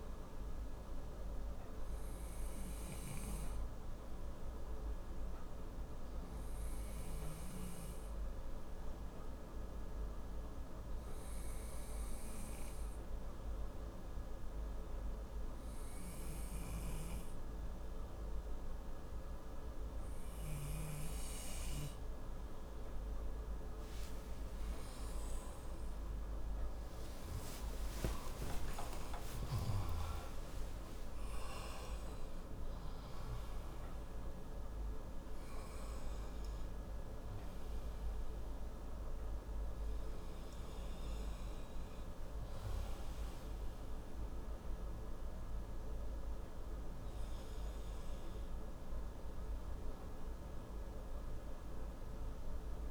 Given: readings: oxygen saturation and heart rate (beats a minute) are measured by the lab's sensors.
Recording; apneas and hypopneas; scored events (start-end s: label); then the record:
breathing in sleep, hard to hear, by a room microphone; 1
2.00-16.50 s: hypopnea (oxygen 96% before, 93% lowest)
26.00-30.50 s: arousal
From the record:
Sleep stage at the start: N2 (light sleep); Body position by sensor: on the right side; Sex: male